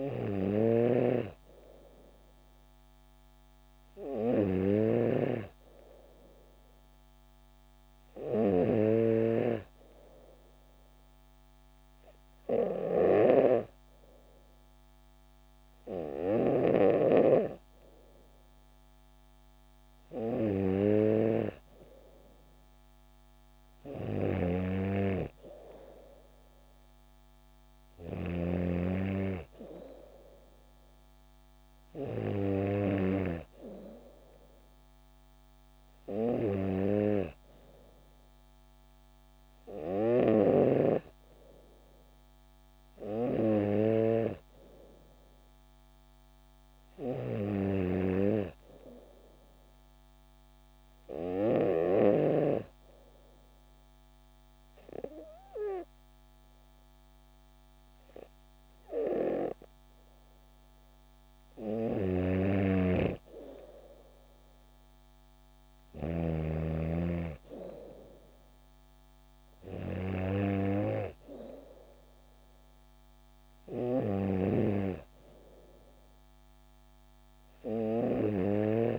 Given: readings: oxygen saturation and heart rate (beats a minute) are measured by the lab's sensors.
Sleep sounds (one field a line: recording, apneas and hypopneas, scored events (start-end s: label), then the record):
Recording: breathing in sleep by a microphone on the trachea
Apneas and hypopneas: 2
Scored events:
0.00-1.00 s: snoring (device-marked)
11.50-22.00 s: hypopnea (oxygen 95% before, 92% lowest, heart rate 70 before, 67 extreme, up 3 after)
25.00-29.00 s: arousal
53.00-63.00 s: obstructive apnea (oxygen 95% before, 92% lowest, heart rate 71 before, 64 extreme, up 3 after)
62.50-66.50 s: snoring (device-marked)
65.00-69.00 s: arousal
From the record:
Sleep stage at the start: N3 (deep sleep)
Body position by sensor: on the back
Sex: female